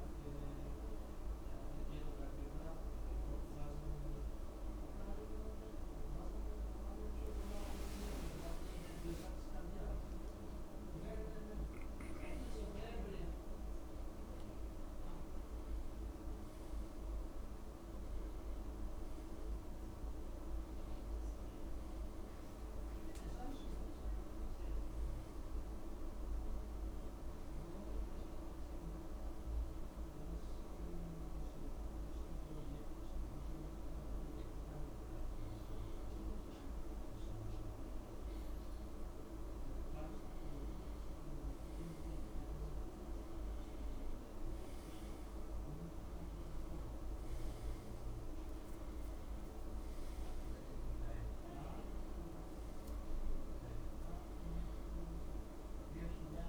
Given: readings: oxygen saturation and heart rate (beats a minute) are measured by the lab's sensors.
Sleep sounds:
breathing in sleep, hard to hear, by a room microphone; 1
9.50-13.00 s: arousal
17.50-56.49 s: new sleep stage, N2 (light sleep)
30.50-41.50 s: hypopnea (oxygen 95% before, 91% lowest)
42.50-45.50 s: arousal
From the record:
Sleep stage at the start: N1 (lightest sleep); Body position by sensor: on the back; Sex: male

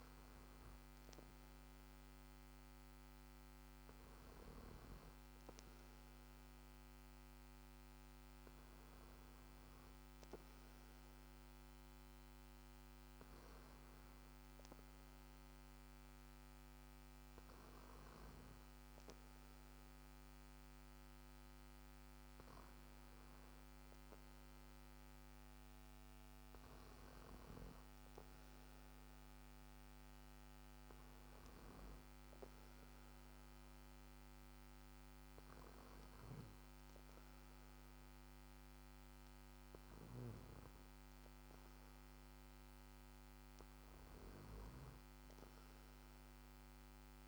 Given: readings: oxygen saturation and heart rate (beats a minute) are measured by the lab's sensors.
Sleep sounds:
breathing in sleep, hard to hear, by a microphone on the trachea; none
none scored
From the record:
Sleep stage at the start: N2 (light sleep); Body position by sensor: on the back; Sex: male

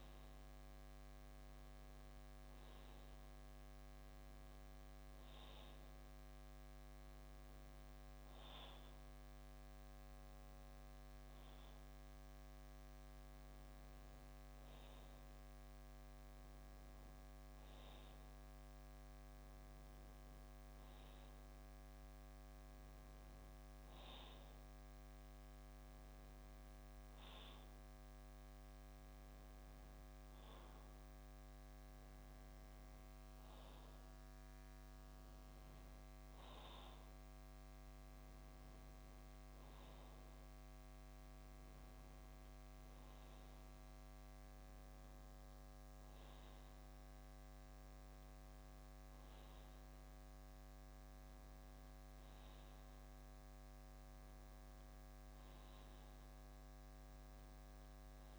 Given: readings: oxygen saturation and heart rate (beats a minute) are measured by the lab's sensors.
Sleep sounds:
breathing in sleep, hard to hear, by a microphone on the trachea; none
7.00-12.00 s: bradycardia (device-marked, heart rate 62 before, 59 extreme)
From the record:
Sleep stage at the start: N2 (light sleep); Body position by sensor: on the back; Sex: male

